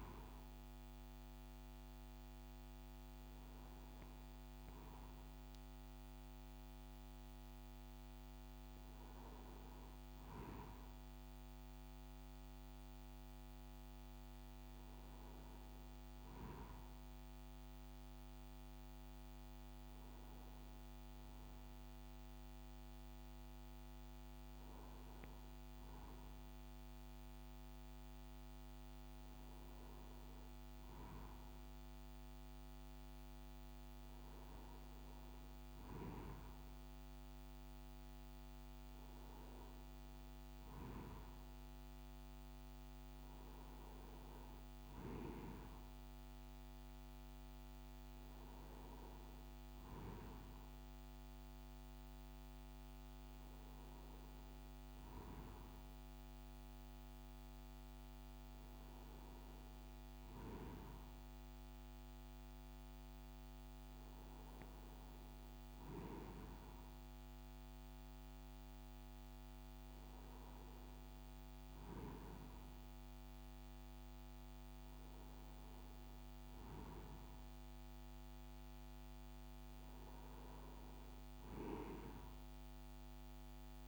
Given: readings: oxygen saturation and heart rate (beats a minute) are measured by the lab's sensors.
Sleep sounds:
breathing in sleep, hard to hear, by a microphone on the trachea; none
none scored
From the record:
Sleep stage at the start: N2 (light sleep); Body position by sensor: on the right side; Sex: male

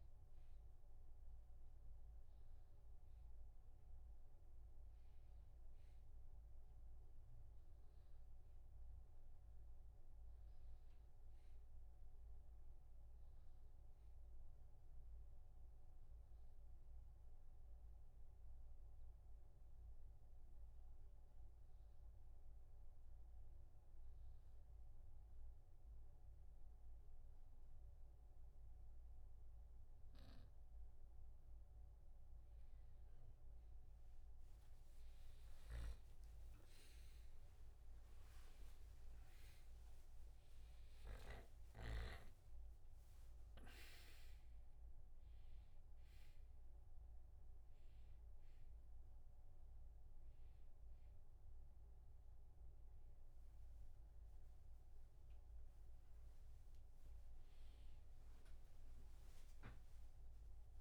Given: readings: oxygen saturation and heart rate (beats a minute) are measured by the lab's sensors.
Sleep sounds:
breathing in sleep, hard to hear, by a room microphone; 1
8.50-12.50 s: arousal
17.00-32.00 s: obstructive apnea (oxygen 97% before, 93% lowest)
36.00-42.50 s: snoring (device-marked)
49.50-60.81 s: new sleep stage, awake
From the record:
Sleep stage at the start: N1 (lightest sleep); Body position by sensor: on the back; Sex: male

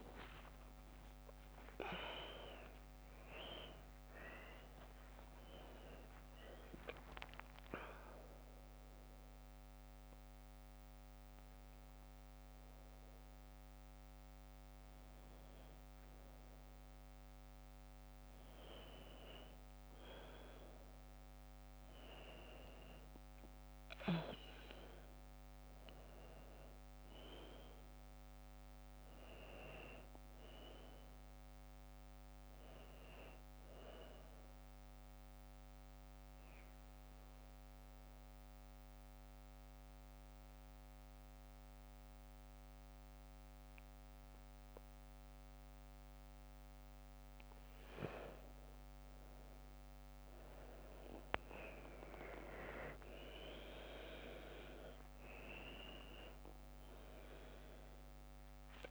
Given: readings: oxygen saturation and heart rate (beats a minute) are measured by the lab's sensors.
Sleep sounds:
a person partly awake in a sleep study, by a microphone on the trachea; 1
0.00-10.00 s: oxygen desaturation (device-marked, oxygen 89% lowest, heart rate 51 extreme)
22.00-58.91 s: new sleep stage, N2 (light sleep)
35.50-46.50 s: obstructive apnea (oxygen 100% before, 89% lowest, heart rate 55 before, 53 extreme, up 4 after)
51.00-58.91 s: oxygen desaturation (device-marked, oxygen 96% before, 89% lowest, heart rate 57 before, 52 extreme)
51.50-56.00 s: arousal
From the record:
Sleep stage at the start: awake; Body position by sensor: on the left side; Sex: female

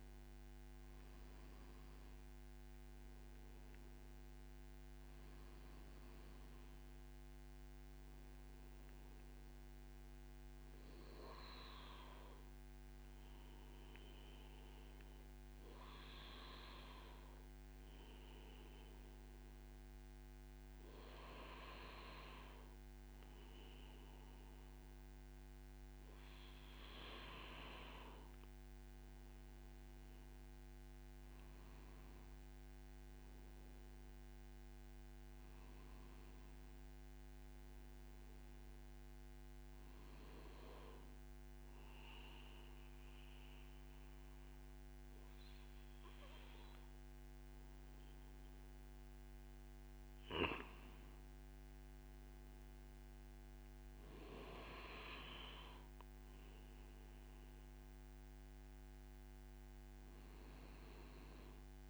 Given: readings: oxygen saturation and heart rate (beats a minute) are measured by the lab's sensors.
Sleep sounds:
breathing in sleep by a microphone on the trachea; none
57.00-60.50 s: arousal
From the record:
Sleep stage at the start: N1 (lightest sleep); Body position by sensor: on the back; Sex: male

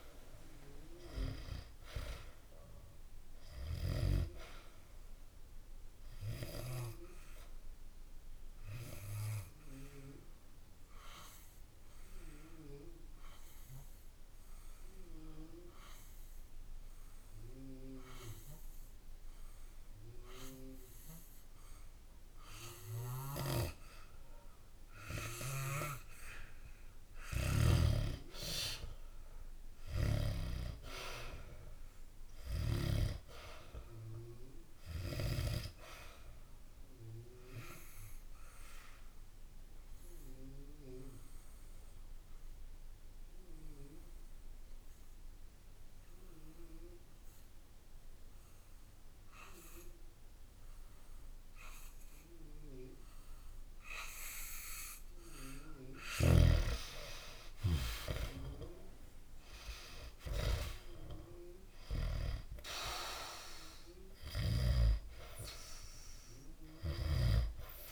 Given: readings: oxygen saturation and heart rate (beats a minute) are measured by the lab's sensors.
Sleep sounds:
breathing in sleep by a room microphone; 2
0.00-19.00 s: oxygen desaturation (device-marked, oxygen 90% lowest, heart rate 63 extreme)
5.00-26.00 s: obstructive apnea (oxygen 96% before, 89% lowest, heart rate 66 before, 63 extreme)
27.50-31.00 s: arousal
33.00-50.00 s: oxygen desaturation (device-marked, oxygen 96% before, 90% lowest, heart rate 68 before, 65 extreme)
35.50-54.00 s: obstructive apnea (oxygen 96% before, 89% lowest, heart rate 67 before, 66 extreme, up 0 after)
54.50-59.00 s: arousal
55.50-62.00 s: snoring (device-marked)
58.00-67.92 s: oxygen desaturation (device-marked, oxygen 95% before, 89% lowest, heart rate 67 before, 64 extreme)
64.00-67.92 s: snoring (device-marked)
From the record:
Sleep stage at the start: N2 (light sleep); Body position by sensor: on the back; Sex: male

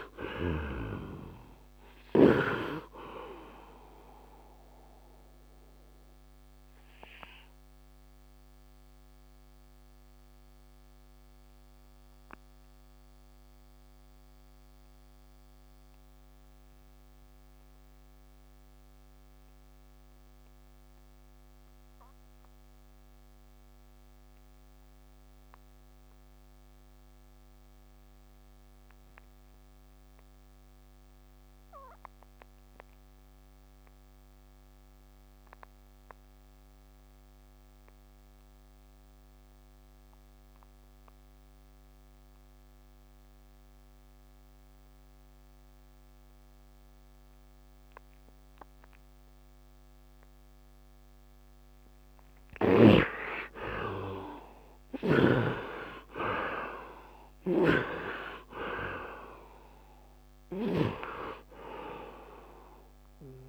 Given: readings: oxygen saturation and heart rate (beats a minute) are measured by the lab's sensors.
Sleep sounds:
breathing in sleep by a microphone on the trachea; 1
0.00-23.50 s: oxygen desaturation (device-marked, oxygen 55% lowest, heart rate 64 extreme)
5.50-51.50 s: obstructive apnea (oxygen 70% before, 53% lowest, heart rate 84 before, 63 extreme, up 25 after)
33.50-63.49 s: oxygen desaturation (device-marked, oxygen 99% before, 53% lowest, heart rate 81 before, 63 extreme)
53.50-58.50 s: arousal
57.00-60.50 s: snoring (device-marked)
From the record:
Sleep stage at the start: REM sleep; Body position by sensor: on the right side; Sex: male

